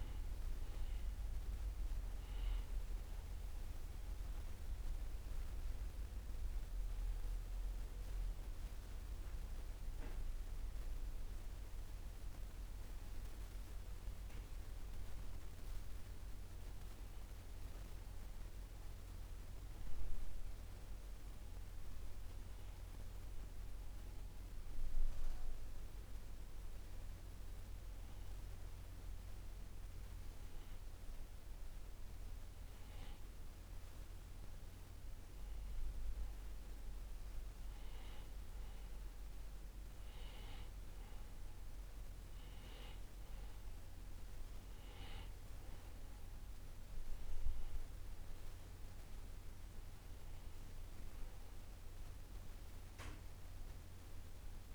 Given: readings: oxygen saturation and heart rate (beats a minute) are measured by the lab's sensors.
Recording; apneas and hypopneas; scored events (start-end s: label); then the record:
breathing in sleep, hard to hear, by a room microphone; none
none scored
From the record:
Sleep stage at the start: N2 (light sleep); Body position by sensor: on the back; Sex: male